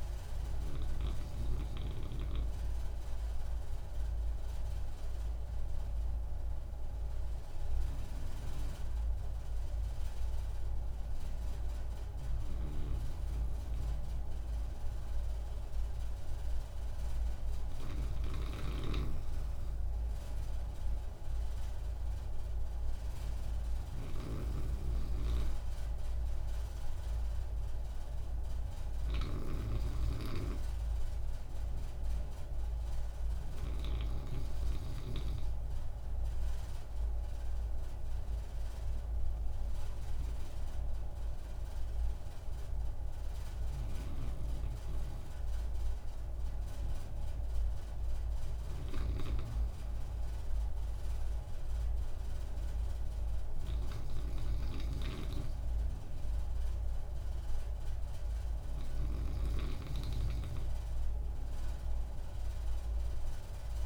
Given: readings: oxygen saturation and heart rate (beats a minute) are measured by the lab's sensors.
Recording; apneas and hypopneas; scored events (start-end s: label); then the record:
breathing in sleep by a room microphone; 1
2.00-63.86 s: new sleep stage, N2 (light sleep)
4.50-17.50 s: obstructive apnea (oxygen 96% before, 95% lowest)
18.50-34.00 s: snoring (device-marked)
20.00-23.50 s: arousal
59.00-63.86 s: snoring (device-marked)
From the record:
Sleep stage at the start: N1 (lightest sleep); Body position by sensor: on the right side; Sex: male